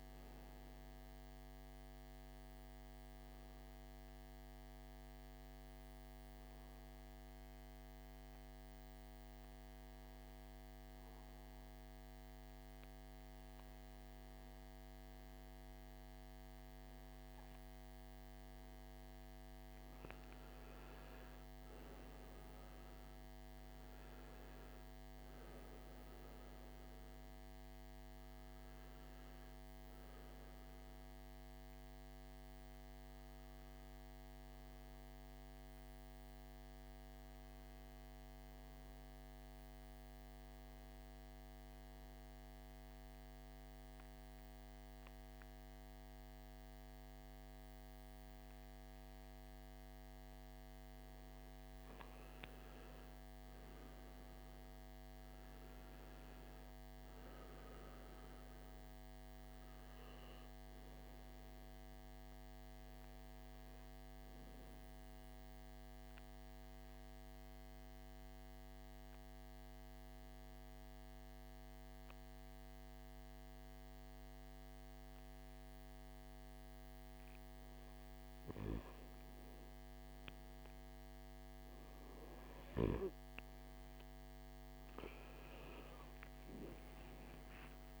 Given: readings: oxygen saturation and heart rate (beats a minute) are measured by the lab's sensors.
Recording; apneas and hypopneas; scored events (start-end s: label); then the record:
breathing in sleep, hard to hear, by a microphone on the trachea; 3
3.50-14.50 s: oxygen desaturation (device-marked, oxygen 99% before, 95% lowest, heart rate 56 before, 57 extreme)
6.50-17.50 s: obstructive apnea (oxygen 99% before, 91% lowest, heart rate 54 before, 57 extreme, up 7 after)
6.50-88.00 s: new sleep stage, N2 (light sleep)
20.50-24.50 s: arousal
23.50-44.50 s: oxygen desaturation (device-marked, oxygen 96% before, 91% lowest, heart rate 59 before, 55 extreme)
38.50-49.50 s: obstructive apnea (oxygen 96% before, 91% lowest, heart rate 62 before, 55 extreme, up 5 after)
52.50-56.00 s: arousal
59.50-76.50 s: oxygen desaturation (device-marked, oxygen 97% before, 92% lowest, heart rate 58 before, 57 extreme)
65.50-78.00 s: obstructive apnea (oxygen 98% before, 91% lowest, heart rate 57 before, 59 extreme, up 5 after)
79.50-83.00 s: arousal
From the record:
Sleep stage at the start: N1 (lightest sleep); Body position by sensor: on the right side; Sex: male